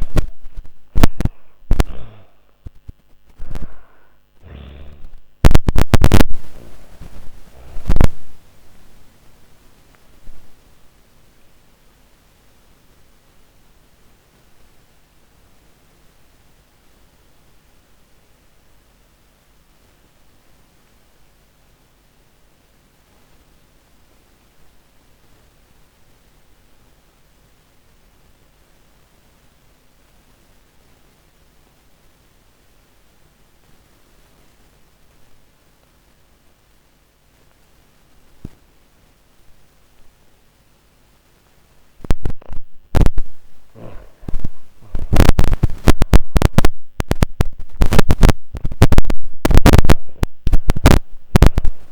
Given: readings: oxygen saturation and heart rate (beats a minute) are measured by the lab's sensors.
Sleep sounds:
breathing in sleep by a microphone on the trachea; 1
0.00-6.50 s: snoring (device-marked)
0.00-24.00 s: oxygen desaturation (device-marked, oxygen 82% lowest)
10.00-42.00 s: obstructive apnea (oxygen 98% before, 82% lowest)
39.00-51.92 s: oxygen desaturation (device-marked, oxygen 99% before, 85% lowest)
43.00-49.00 s: arousal
From the record:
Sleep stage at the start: N2 (light sleep); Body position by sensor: on the back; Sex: female

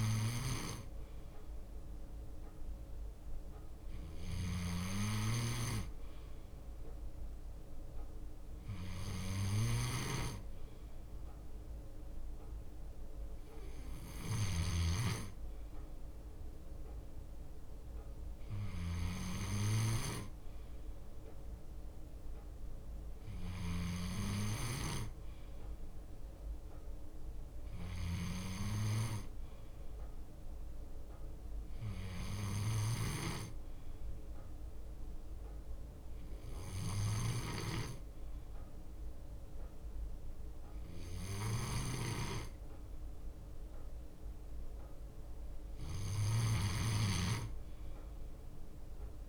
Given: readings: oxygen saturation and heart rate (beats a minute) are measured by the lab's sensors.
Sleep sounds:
breathing in sleep by a room microphone; none
0.00-1.00 s: leg movement (device-marked)
4.50-7.00 s: leg movement (device-marked)
8.50-12.00 s: leg movement (device-marked)
9.50-12.50 s: bradycardia (device-marked, heart rate 59 before, 60 extreme)
14.00-17.00 s: leg movement (device-marked)
15.50-17.50 s: bradycardia (device-marked, heart rate 59 before, 60 extreme)
18.00-22.00 s: leg movement (device-marked)
18.50-27.50 s: bradycardia (device-marked, heart rate 59 before, 58 extreme)
26.00-28.00 s: leg movement (device-marked)
28.50-30.50 s: bradycardia (device-marked, heart rate 59 before, 59 extreme)
29.00-34.50 s: leg movement (device-marked)
39.50-42.00 s: leg movement (device-marked)
42.50-44.50 s: bradycardia (device-marked, heart rate 59 before, 60 extreme)
43.00-48.00 s: leg movement (device-marked)
From the record:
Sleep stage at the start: N2 (light sleep); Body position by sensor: on the left side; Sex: male

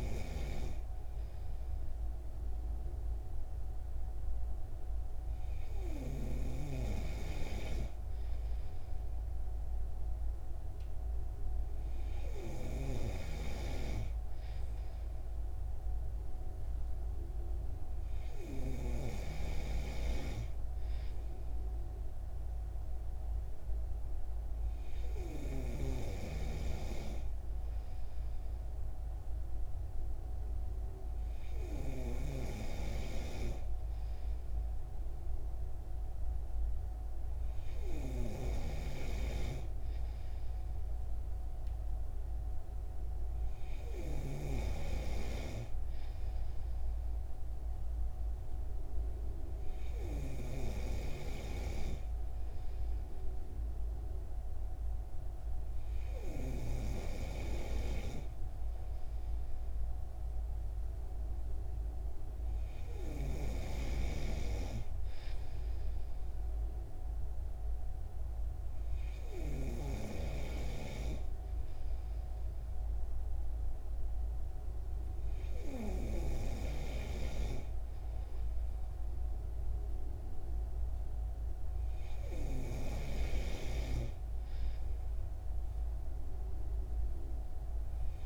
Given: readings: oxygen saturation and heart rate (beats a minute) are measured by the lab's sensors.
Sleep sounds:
breathing in sleep by a room microphone; none
none scored
From the record:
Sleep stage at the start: N3 (deep sleep); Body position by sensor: on the right side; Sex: male

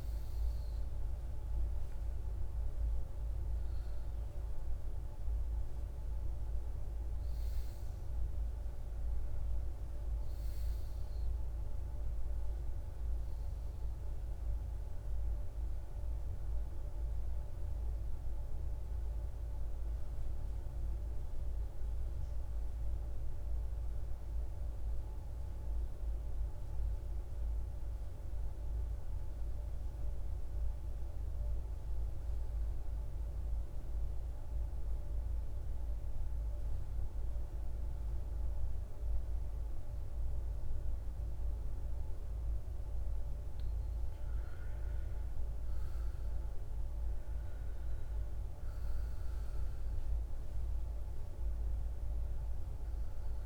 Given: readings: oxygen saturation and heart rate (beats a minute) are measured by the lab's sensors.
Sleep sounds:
breathing in sleep, hard to hear, by a room microphone; 1
0.00-13.50 s: oxygen desaturation (device-marked, oxygen 87% lowest, heart rate 52 extreme)
4.50-34.50 s: new sleep stage, N1 (lightest sleep)
20.00-24.00 s: arousal
26.50-42.50 s: central apnea (oxygen 98% before, 90% lowest, heart rate 58 before, 52 extreme, up 17 after)
34.50-53.46 s: new sleep stage, N2 (light sleep)
44.00-48.50 s: arousal
46.50-53.46 s: oxygen desaturation (device-marked, oxygen 97% before, 90% lowest, heart rate 55 before, 54 extreme)
From the record:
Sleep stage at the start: N2 (light sleep); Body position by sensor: on the back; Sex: male

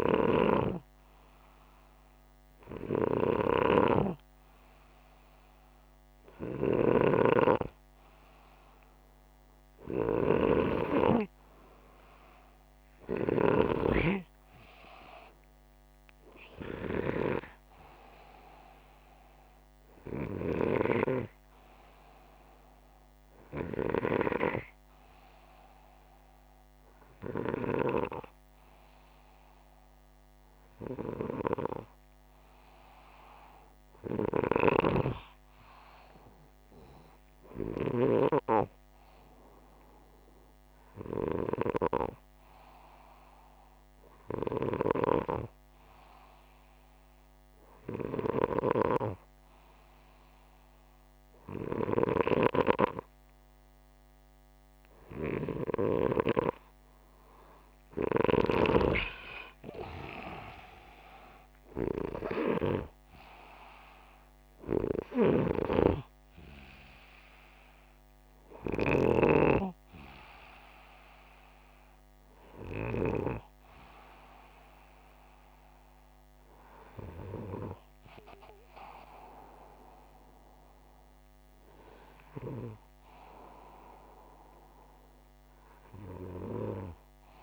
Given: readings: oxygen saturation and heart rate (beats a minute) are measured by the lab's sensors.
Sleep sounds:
breathing in sleep by a microphone on the trachea; none
0.00-13.00 s: snoring (device-marked)
34.00-37.50 s: snoring (device-marked)
44.00-58.00 s: snoring (device-marked)
60.00-65.50 s: arousal
From the record:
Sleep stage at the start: N2 (light sleep); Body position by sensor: upright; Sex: male

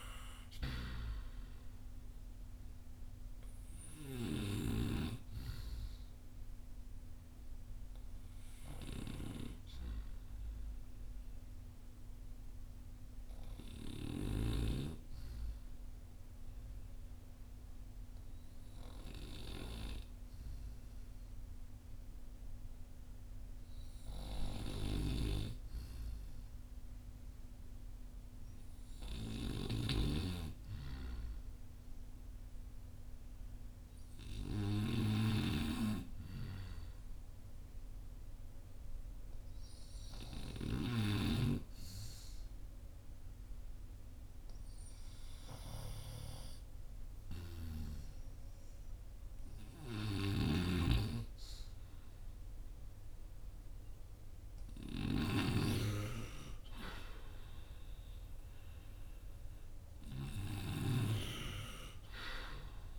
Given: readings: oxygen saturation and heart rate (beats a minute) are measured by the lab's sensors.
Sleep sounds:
breathing in sleep by a room microphone; 1
0.00-24.00 s: oxygen desaturation (device-marked, oxygen 89% lowest, heart rate 36 extreme)
4.50-54.00 s: hypopnea (oxygen 97% before, 89% lowest, heart rate 52 before, 36 extreme, up 1 after)
56.50-61.00 s: arousal
From the record:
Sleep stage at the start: N2 (light sleep); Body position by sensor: on the front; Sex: male

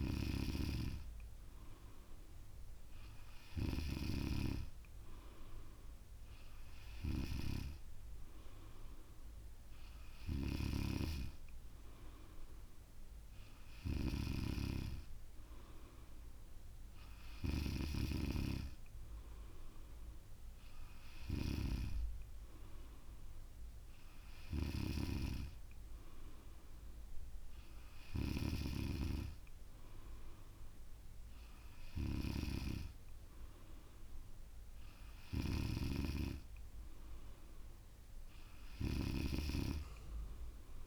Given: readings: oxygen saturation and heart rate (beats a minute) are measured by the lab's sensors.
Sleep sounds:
breathing in sleep by a room microphone; none
none scored
From the record:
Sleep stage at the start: N3 (deep sleep); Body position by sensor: on the back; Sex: female

